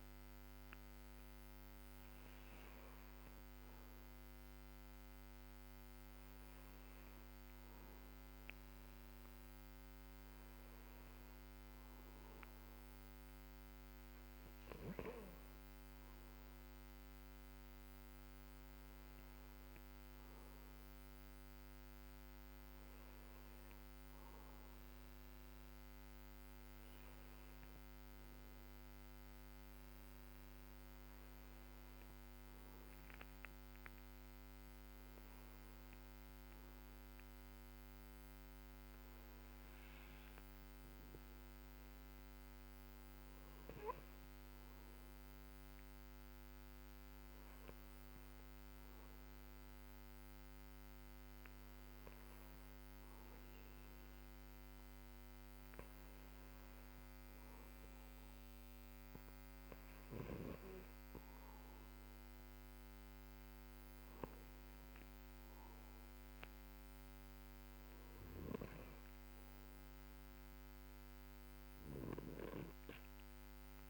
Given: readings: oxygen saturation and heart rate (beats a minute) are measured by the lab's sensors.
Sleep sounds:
a person awake in a sleep study, hard to hear, by a microphone on the trachea; none
none scored
From the record:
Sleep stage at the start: awake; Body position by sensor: on the back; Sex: male

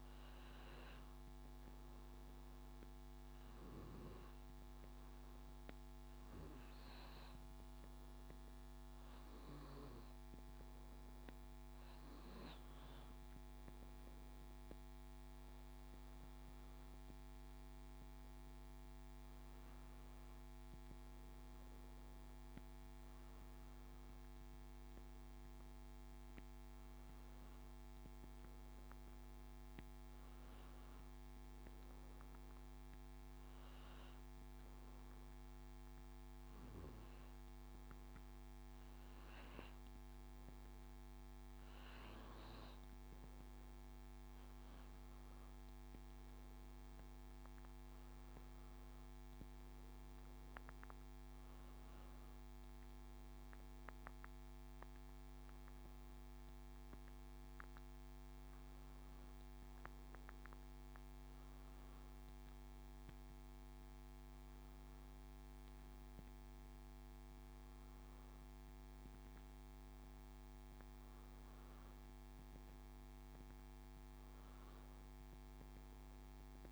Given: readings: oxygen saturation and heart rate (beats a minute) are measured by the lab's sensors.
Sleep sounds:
breathing in sleep, hard to hear, by a microphone on the trachea; none
none scored
From the record:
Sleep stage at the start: N2 (light sleep); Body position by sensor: on the back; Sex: male

